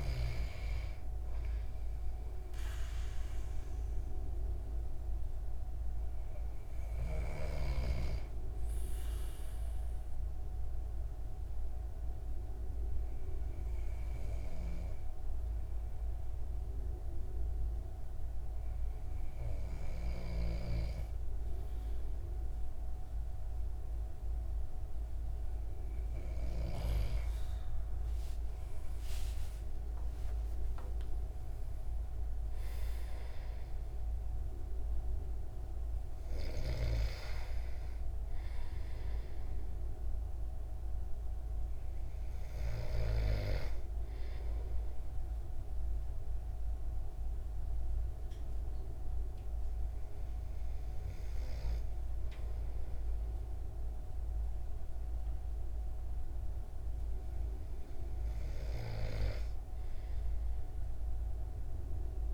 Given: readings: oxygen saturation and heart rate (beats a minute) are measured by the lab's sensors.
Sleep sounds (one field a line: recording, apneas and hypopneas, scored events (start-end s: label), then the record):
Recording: breathing in sleep by a room microphone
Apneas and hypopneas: 2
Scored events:
9.00-25.00 s: hypopnea (oxygen 97% before, 94% lowest, heart rate 72 before, 66 extreme, up 51 after)
28.50-32.50 s: arousal
46.00-57.00 s: hypopnea (oxygen 96% before, 94% lowest, heart rate 85 before, 66 extreme, up 9 after)
61.00-62.34 s: arousal
From the record:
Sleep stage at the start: N2 (light sleep)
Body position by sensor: on the back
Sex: male